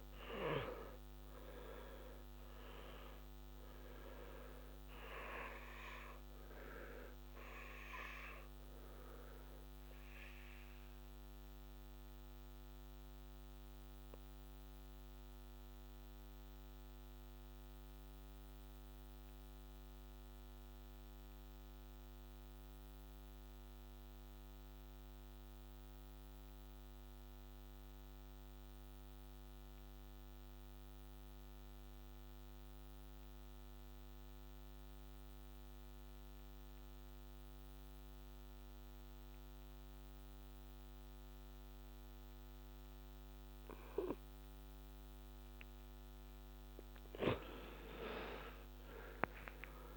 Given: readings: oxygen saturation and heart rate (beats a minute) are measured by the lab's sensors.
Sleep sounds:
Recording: breathing in sleep by a microphone on the trachea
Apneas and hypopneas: 1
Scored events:
0.00-22.50 s: oxygen desaturation (device-marked, oxygen 81% lowest, heart rate 61 extreme)
5.50-45.00 s: obstructive apnea (oxygen 98% before, 80% lowest, heart rate 67 before, 57 extreme, up 10 after)
33.50-49.97 s: oxygen desaturation (device-marked, oxygen 99% before, 80% lowest, heart rate 63 before, 57 extreme)
46.50-49.97 s: arousal
From the record:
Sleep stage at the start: N2 (light sleep)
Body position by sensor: on the back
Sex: male

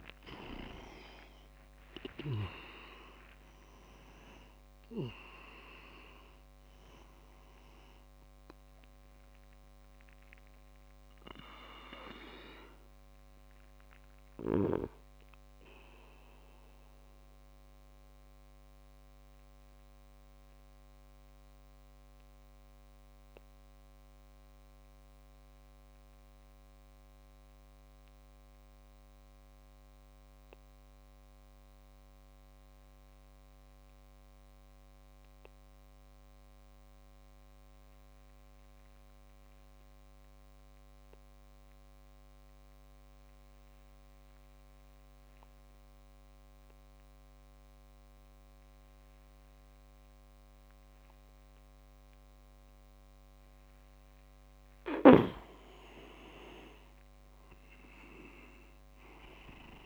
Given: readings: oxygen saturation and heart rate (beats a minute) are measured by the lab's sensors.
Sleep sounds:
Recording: breathing in sleep by a microphone on the trachea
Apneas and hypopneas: 1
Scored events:
0.00-4.00 s: arousal
0.00-13.50 s: oxygen desaturation (device-marked, oxygen 94% lowest)
1.00-4.50 s: leg movement (device-marked)
11.50-54.50 s: obstructive apnea (oxygen 98% before, 93% lowest)
46.50-59.86 s: oxygen desaturation (device-marked, oxygen 99% before, 93% lowest)
56.50-59.86 s: arousal
From the record:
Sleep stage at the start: N2 (light sleep)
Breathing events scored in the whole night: 310 in 5.2 hours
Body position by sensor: on the back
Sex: male

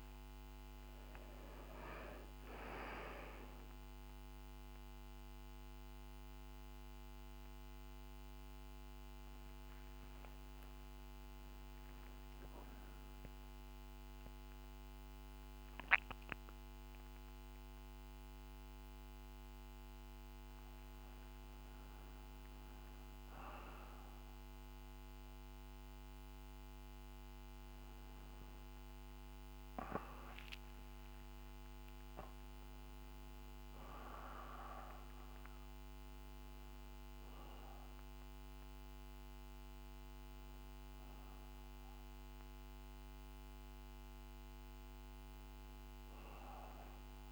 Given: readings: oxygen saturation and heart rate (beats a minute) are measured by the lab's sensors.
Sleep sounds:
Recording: a person awake in a sleep study, by a microphone on the trachea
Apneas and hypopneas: none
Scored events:
none scored
From the record:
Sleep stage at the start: awake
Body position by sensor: on the back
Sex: male

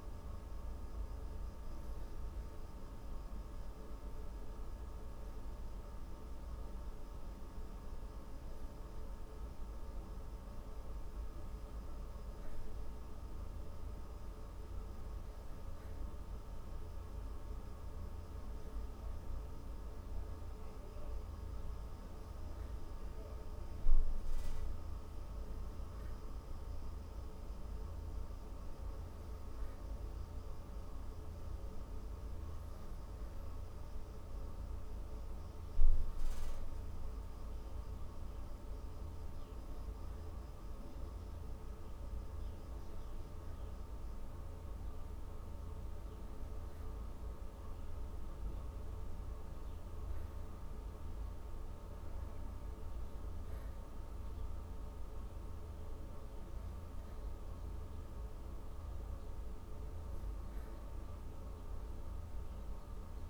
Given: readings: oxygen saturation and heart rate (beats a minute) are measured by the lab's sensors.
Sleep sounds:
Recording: breathing in sleep, hard to hear, by a room microphone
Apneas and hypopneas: none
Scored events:
none scored
From the record:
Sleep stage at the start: N3 (deep sleep)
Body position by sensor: on the back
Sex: female

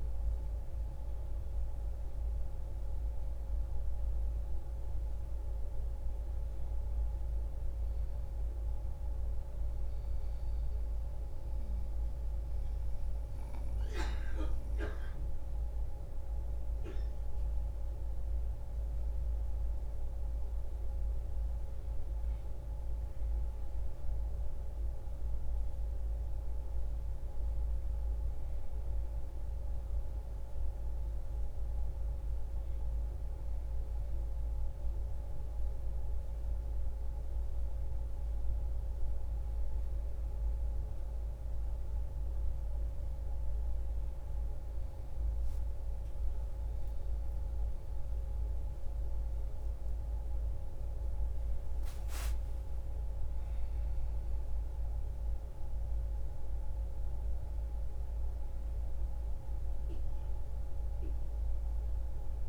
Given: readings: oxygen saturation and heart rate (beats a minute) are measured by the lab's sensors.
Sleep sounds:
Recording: a person partly awake in a sleep study, hard to hear, by a room microphone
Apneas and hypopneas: none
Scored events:
4.00-62.48 s: new sleep stage, N1 (lightest sleep)
From the record:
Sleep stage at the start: awake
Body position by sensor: on the back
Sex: male

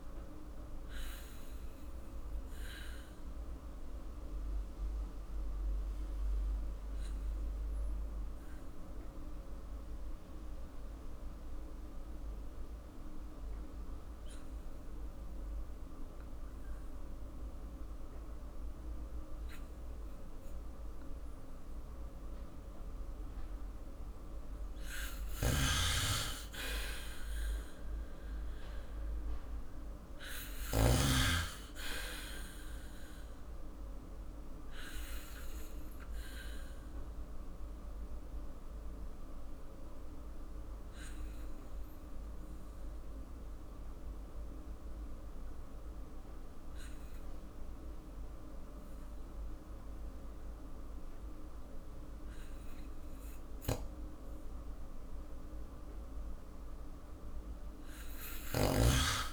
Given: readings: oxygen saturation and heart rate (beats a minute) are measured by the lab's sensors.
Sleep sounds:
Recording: breathing in sleep by a room microphone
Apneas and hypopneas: 2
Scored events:
1.50-24.00 s: obstructive apnea (oxygen 98% before, 93% lowest, heart rate 51 before, 46 extreme, up 6 after)
25.00-31.00 s: snoring (device-marked)
25.50-29.00 s: arousal
29.50-47.50 s: oxygen desaturation (device-marked, oxygen 98% before, 93% lowest, heart rate 49 before, 48 extreme)
34.00-55.00 s: obstructive apnea (oxygen 98% before, 93% lowest, heart rate 50 before, 47 extreme, up 2 after)
58.00-59.33 s: snoring (device-marked)
From the record:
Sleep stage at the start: N2 (light sleep)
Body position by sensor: on the back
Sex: male

